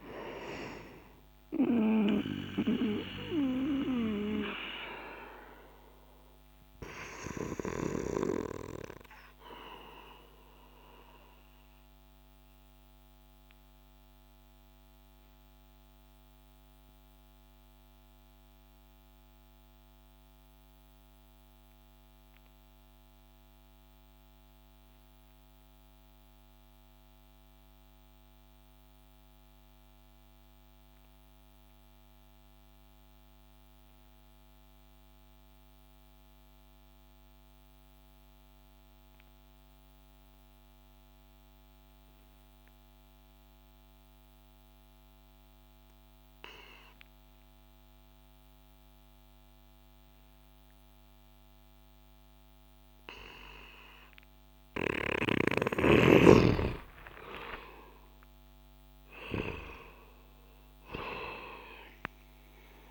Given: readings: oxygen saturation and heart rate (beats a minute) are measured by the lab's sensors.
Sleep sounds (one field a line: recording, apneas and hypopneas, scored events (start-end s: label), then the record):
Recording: breathing in sleep by a microphone on the trachea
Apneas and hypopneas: 1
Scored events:
11.50-53.00 s: mixed apnea (oxygen 94% before, 90% lowest)
47.00-60.00 s: oxygen desaturation (device-marked, oxygen 98% before, 94% lowest)
54.00-58.50 s: arousal
From the record:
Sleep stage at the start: N2 (light sleep)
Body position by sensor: on the back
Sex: male